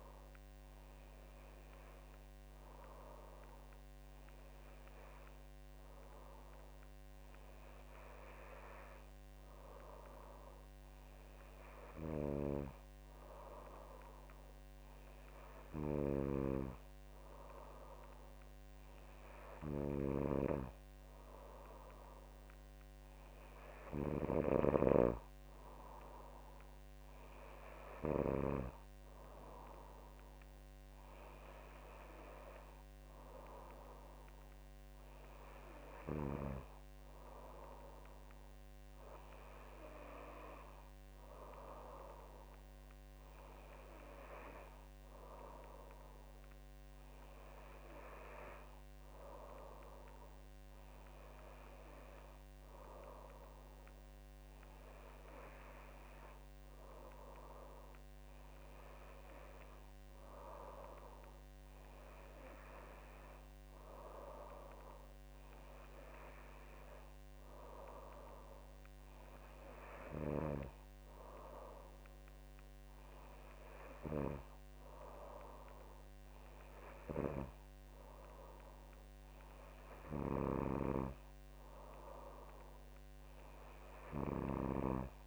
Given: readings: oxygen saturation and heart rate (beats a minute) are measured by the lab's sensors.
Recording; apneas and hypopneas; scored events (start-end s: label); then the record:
breathing in sleep by a microphone on the trachea; none
none scored
From the record:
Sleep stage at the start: N2 (light sleep); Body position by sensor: on the back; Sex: female